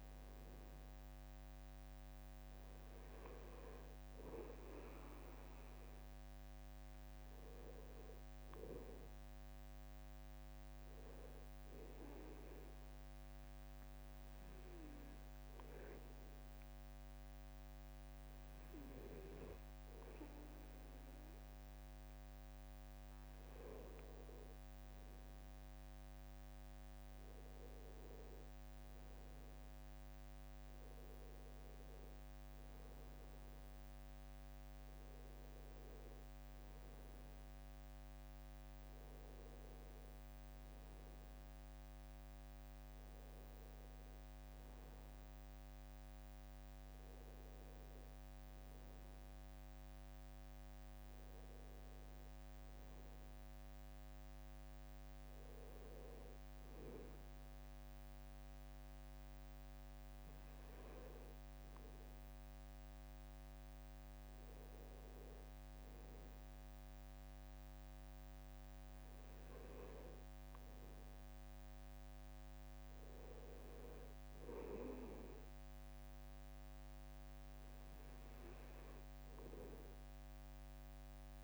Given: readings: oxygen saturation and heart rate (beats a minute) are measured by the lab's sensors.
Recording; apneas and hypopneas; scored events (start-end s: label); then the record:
breathing in sleep by a microphone on the trachea; 1
0.00-4.00 s: arousal
13.50-24.50 s: obstructive apnea (oxygen 96% before, 92% lowest, heart rate 70 before, 69 extreme, up 5 after)
26.50-48.50 s: oxygen desaturation (device-marked, oxygen 95% before, 92% lowest, heart rate 69 before, 65 extreme)
29.00-33.50 s: arousal
From the record:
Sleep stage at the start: N2 (light sleep); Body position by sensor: on the right side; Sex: male